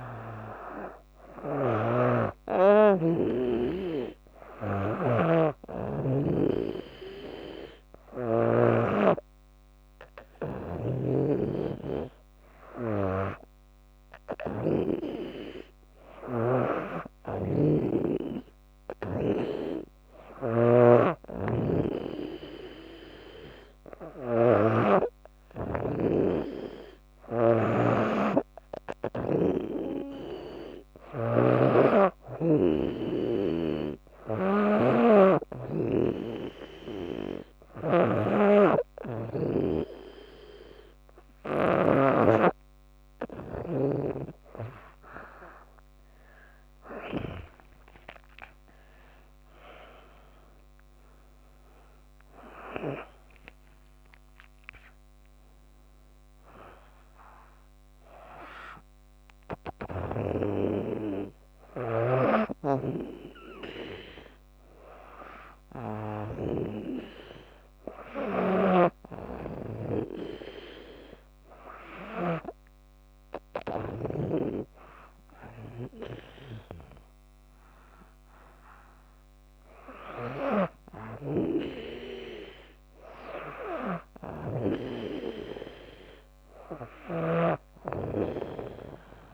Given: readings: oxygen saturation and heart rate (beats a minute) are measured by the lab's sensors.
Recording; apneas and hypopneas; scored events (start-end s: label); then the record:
breathing in sleep by a microphone on the trachea; none
0.00-8.00 s: snoring (device-marked)
10.00-31.00 s: snoring (device-marked)
38.00-41.50 s: snoring (device-marked)
46.50-50.00 s: arousal
62.00-69.50 s: snoring (device-marked)
80.00-84.50 s: snoring (device-marked)
86.50-89.34 s: snoring (device-marked)
From the record:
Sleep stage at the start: N2 (light sleep); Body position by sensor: on the back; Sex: female